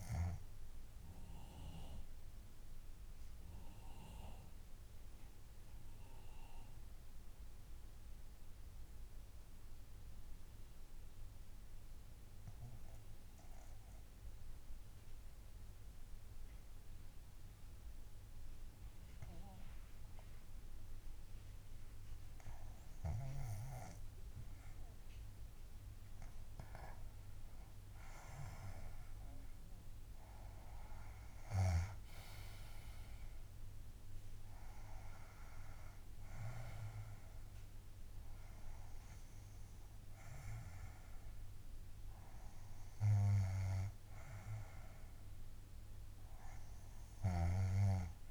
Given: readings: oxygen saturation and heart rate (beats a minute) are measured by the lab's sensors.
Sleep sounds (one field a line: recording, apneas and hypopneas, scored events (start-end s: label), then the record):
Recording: breathing in sleep by a room microphone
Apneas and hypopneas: 1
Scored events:
2.00-23.00 s: obstructive apnea (oxygen 97% before, 85% lowest, heart rate 66 before, 61 extreme, up 3 after)
22.00-43.00 s: oxygen desaturation (device-marked, oxygen 96% before, 87% lowest, heart rate 64 before, 63 extreme)
25.00-28.50 s: arousal
45.00-48.31 s: oxygen desaturation (device-marked, oxygen 91% before, 85% lowest, heart rate 71 before, 63 extreme)
From the record:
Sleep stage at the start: N2 (light sleep)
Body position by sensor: on the back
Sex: female